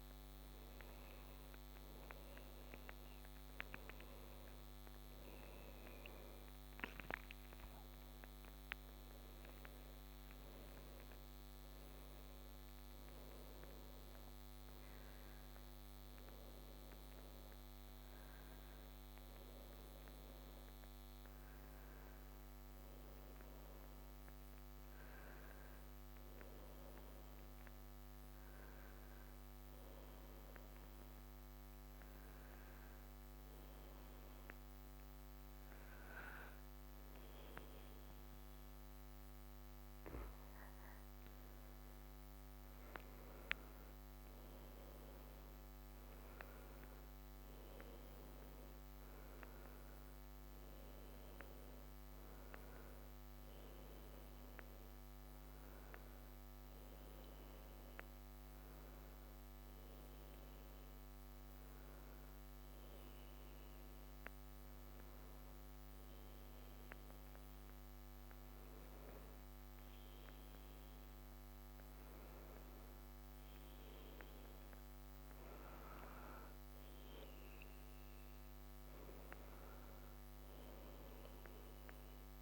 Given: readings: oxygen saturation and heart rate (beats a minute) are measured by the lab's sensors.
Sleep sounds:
breathing in sleep, hard to hear, by a microphone on the trachea; 2
31.50-42.50 s: hypopnea (oxygen 94% before, 92% lowest)
34.00-82.42 s: new sleep stage, N2 (light sleep)
46.00-50.50 s: arousal
62.50-75.00 s: hypopnea (oxygen 95% before, 92% lowest)
77.00-82.42 s: arousal
From the record:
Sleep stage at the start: N1 (lightest sleep); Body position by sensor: on the back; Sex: male

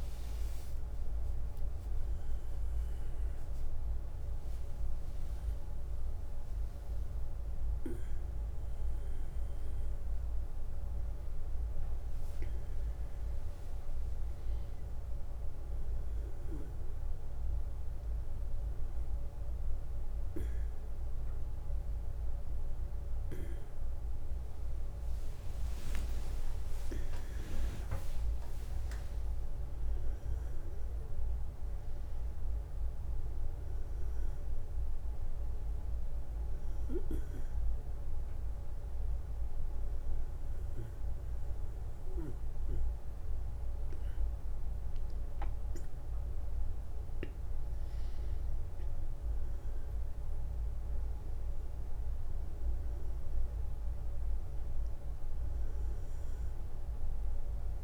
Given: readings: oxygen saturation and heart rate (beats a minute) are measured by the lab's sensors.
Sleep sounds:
a person awake in a sleep study, by a room microphone; none
50.00-57.84 s: new sleep stage, N1 (lightest sleep)
From the record:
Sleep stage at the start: awake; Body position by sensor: on the back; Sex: male

